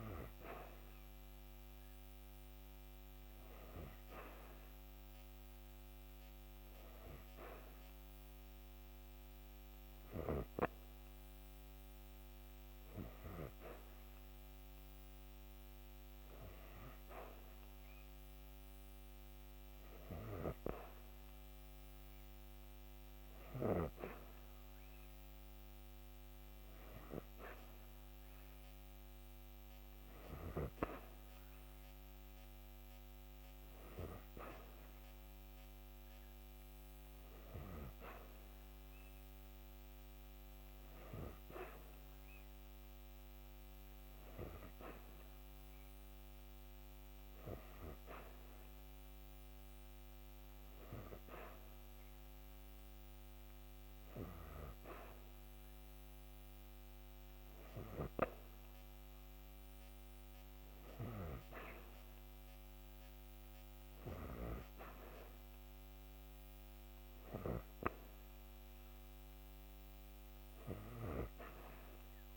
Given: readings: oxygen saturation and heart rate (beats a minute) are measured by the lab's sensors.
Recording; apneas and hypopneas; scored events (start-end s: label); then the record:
breathing in sleep by a microphone on the trachea; none
none scored
From the record:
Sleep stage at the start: N3 (deep sleep); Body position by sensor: on the back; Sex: female